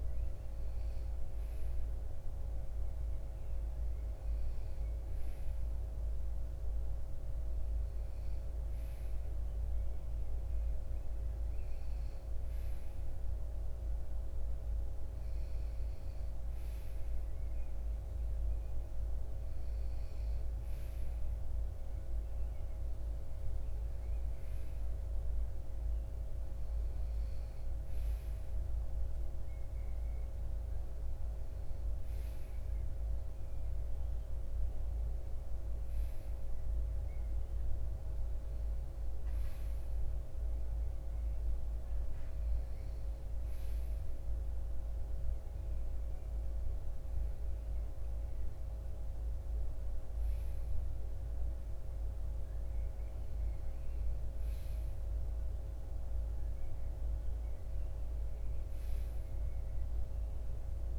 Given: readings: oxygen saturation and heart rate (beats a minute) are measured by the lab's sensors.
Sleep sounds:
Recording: breathing in sleep, hard to hear, by a room microphone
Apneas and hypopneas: none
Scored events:
53.50-60.99 s: new sleep stage, REM sleep
From the record:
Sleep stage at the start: N2 (light sleep)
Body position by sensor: on the right side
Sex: male

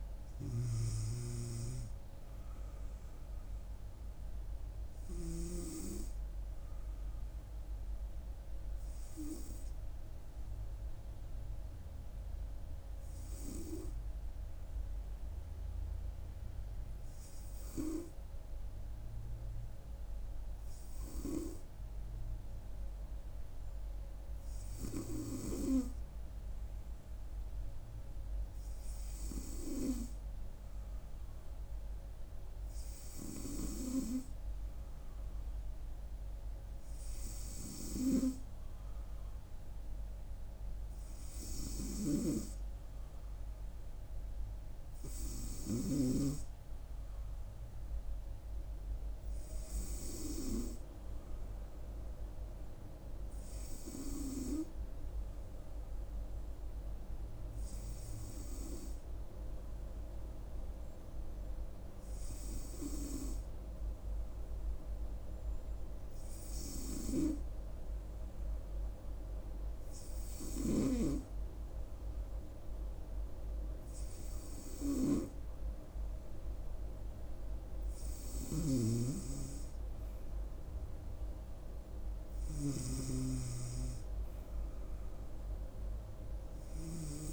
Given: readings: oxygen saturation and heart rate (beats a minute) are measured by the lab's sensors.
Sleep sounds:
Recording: breathing in sleep by a room microphone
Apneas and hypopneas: 2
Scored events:
0.00-5.50 s: snoring (device-marked)
7.00-26.50 s: hypopnea (oxygen 98% before, 95% lowest, heart rate 69 before, 65 extreme)
29.00-32.00 s: arousal
42.00-46.00 s: snoring (device-marked)
54.50-73.50 s: hypopnea (oxygen 98% before, 95% lowest, heart rate 67 before, 66 extreme, up 4 after)
74.50-77.50 s: arousal
78.50-83.00 s: snoring (device-marked)
From the record:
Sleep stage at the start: N2 (light sleep)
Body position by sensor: on the right side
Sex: female

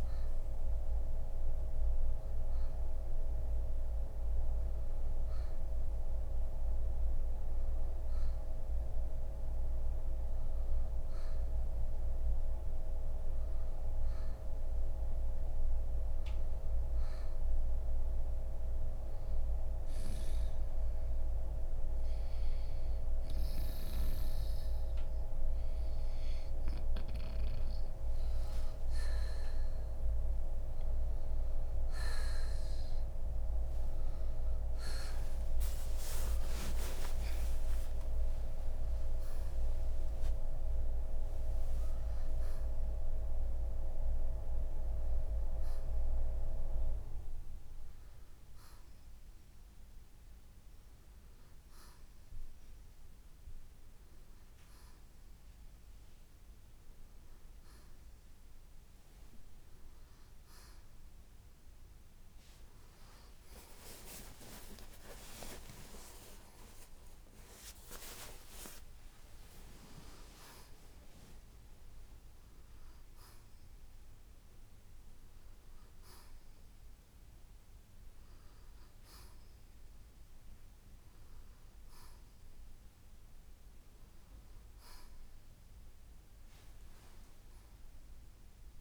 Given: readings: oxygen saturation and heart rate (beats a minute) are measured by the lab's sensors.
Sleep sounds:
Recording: breathing in sleep by a room microphone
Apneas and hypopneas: none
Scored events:
34.00-37.50 s: arousal
51.50-88.81 s: new sleep stage, N1 (lightest sleep)
64.50-69.50 s: arousal
From the record:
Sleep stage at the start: N2 (light sleep)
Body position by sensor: on the right side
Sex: male

